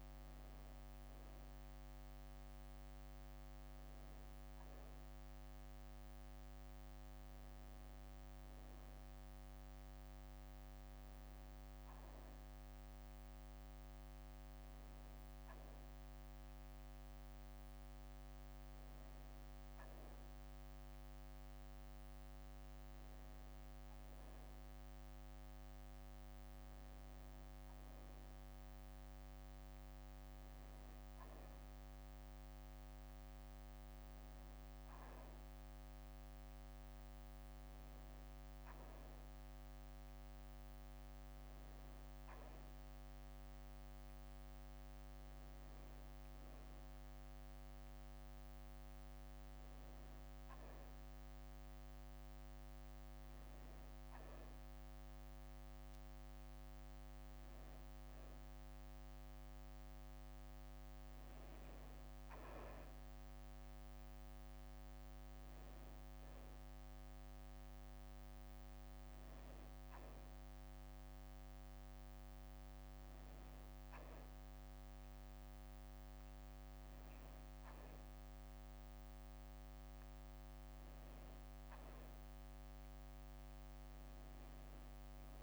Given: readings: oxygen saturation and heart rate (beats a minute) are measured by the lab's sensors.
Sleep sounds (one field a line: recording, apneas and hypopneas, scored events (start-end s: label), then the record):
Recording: a person awake in a sleep study, hard to hear, by a microphone on the trachea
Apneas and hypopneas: none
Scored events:
none scored
From the record:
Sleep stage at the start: awake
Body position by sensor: on the back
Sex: female